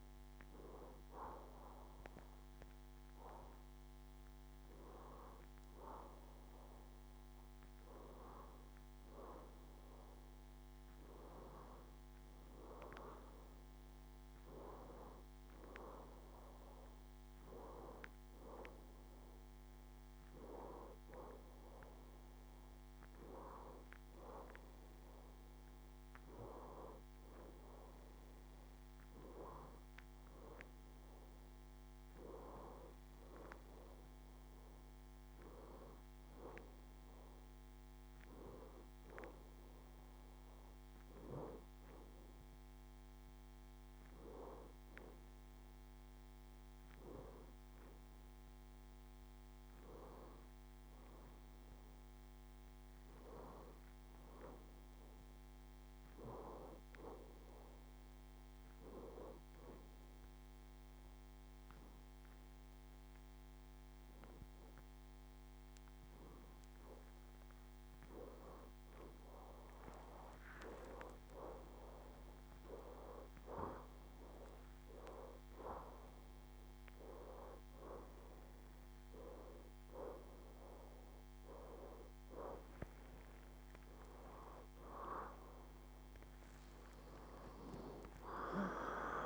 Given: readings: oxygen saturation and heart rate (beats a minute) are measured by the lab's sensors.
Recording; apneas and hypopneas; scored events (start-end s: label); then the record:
breathing in sleep by a microphone on the trachea; 1
50.50-55.00 s: arousal
58.50-69.50 s: hypopnea (oxygen 93% before, 90% lowest, heart rate 70 before, 71 extreme, up 4 after)
72.00-76.50 s: arousal
84.00-88.00 s: oxygen desaturation (device-marked, oxygen 93% before, 90% lowest, heart rate 73 before, 69 extreme)
From the record:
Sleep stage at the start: N2 (light sleep); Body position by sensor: on the back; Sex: female